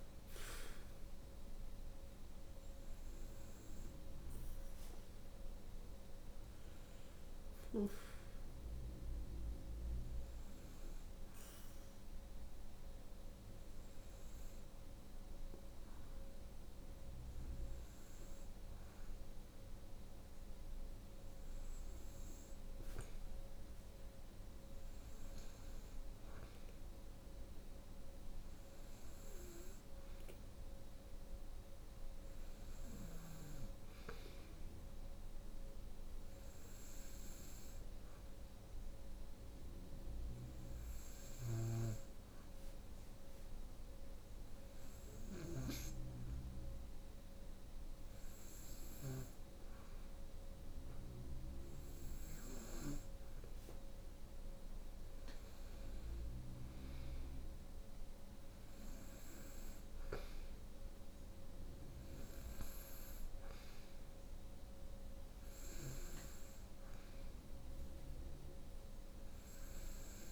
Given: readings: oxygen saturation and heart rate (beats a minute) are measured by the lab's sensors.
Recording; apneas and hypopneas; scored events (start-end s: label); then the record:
breathing in sleep by a room microphone; none
6.00-11.50 s: arousal
From the record:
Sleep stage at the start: N2 (light sleep); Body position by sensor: on the right side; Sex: female